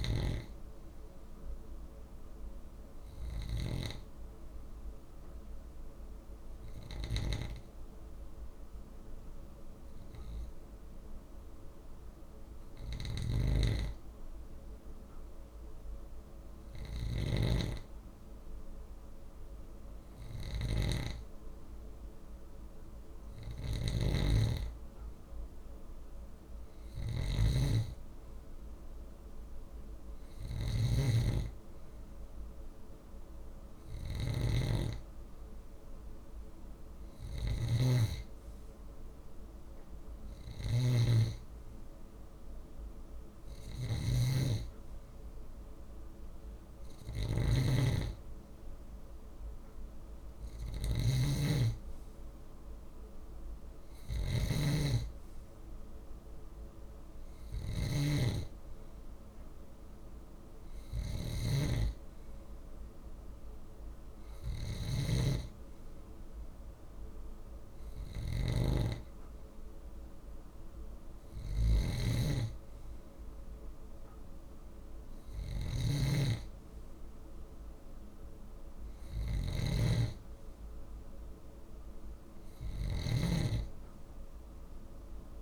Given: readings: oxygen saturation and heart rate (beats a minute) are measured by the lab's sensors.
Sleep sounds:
breathing in sleep by a room microphone; 1
0.00-85.42 s: snoring (device-marked)
1.50-23.00 s: hypopnea (oxygen 96% before, 93% lowest)
24.50-28.00 s: arousal
From the record:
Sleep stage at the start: N2 (light sleep); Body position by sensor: on the left side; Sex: male

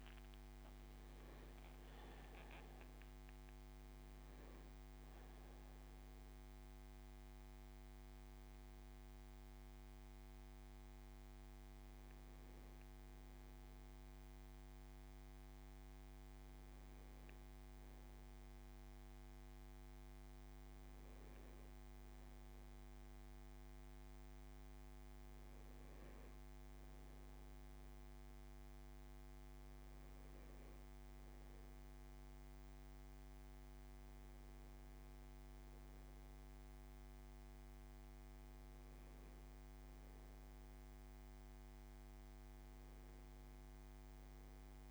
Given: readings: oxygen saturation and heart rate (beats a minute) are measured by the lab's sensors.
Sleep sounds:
a person awake in a sleep study, hard to hear, by a microphone on the trachea; none
none scored
From the record:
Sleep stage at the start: awake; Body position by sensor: on the back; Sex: male

